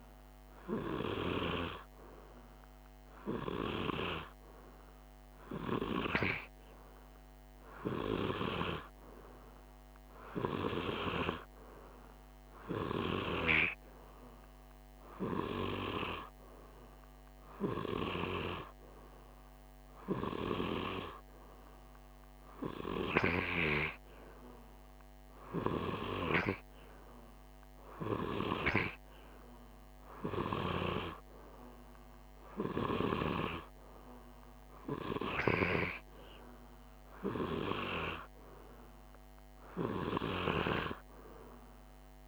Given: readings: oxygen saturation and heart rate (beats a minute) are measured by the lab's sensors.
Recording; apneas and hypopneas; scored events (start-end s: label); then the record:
breathing in sleep by a microphone on the trachea; none
none scored
From the record:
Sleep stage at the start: N2 (light sleep); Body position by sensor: on the right side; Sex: male